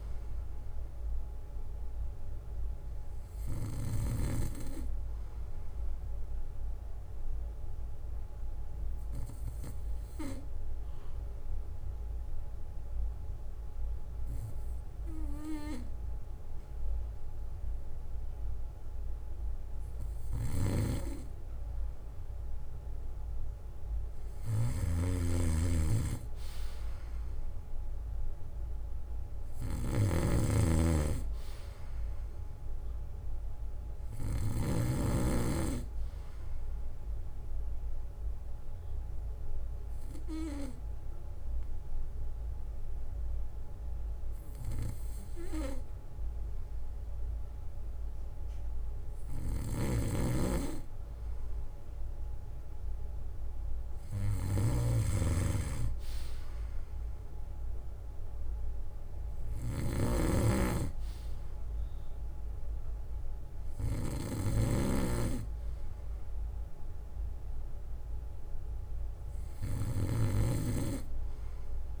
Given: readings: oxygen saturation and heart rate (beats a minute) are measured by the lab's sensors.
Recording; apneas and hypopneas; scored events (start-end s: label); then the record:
breathing in sleep by a room microphone; 2
5.00-27.00 s: bradycardia (device-marked, heart rate 60 before, 55 extreme)
7.00-19.00 s: obstructive apnea (oxygen 96% before, 93% lowest, heart rate 61 before, 58 extreme, up 1 after)
20.50-35.00 s: snoring (device-marked)
22.50-25.50 s: arousal
35.00-37.00 s: bradycardia (device-marked, heart rate 60 before, 60 extreme)
37.50-48.50 s: obstructive apnea (oxygen 96% before, 93% lowest, heart rate 59 before, 57 extreme, up 4 after)
38.00-41.00 s: bradycardia (device-marked, heart rate 60 before, 59 extreme)
43.00-51.00 s: bradycardia (device-marked, heart rate 60 before, 59 extreme)
49.50-72.00 s: snoring (device-marked)
50.50-53.00 s: arousal
57.00-61.00 s: bradycardia (device-marked, heart rate 60 before, 57 extreme)
68.00-72.00 s: bradycardia (device-marked, heart rate 60 before, 54 extreme)
From the record:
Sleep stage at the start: N2 (light sleep); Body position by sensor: on the back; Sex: male